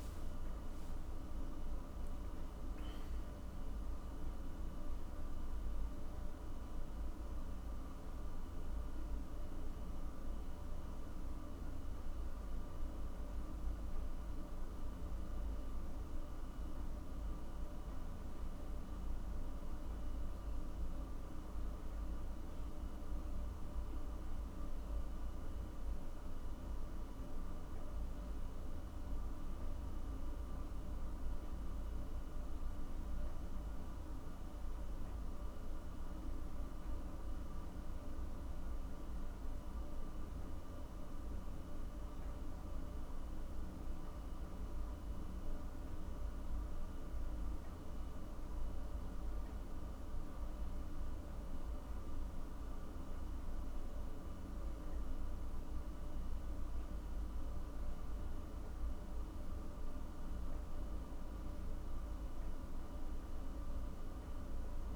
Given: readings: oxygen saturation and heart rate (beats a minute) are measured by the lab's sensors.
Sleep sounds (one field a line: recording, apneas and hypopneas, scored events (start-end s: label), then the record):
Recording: breathing in sleep, hard to hear, by a room microphone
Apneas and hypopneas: none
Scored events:
0.00-3.00 s: arousal
From the record:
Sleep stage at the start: N1 (lightest sleep)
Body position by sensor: on the back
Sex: male